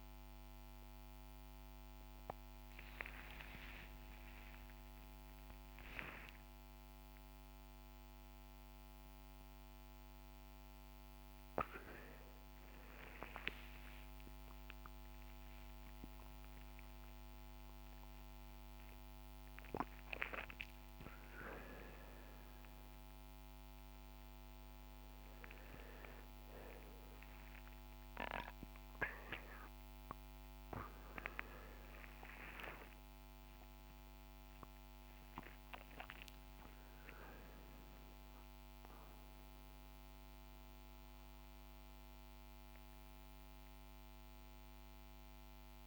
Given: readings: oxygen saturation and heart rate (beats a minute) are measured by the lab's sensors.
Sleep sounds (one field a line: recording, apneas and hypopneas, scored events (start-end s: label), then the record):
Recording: a person awake in a sleep study, by a microphone on the trachea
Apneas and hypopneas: none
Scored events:
none scored
From the record:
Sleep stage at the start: awake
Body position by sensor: on the right side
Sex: male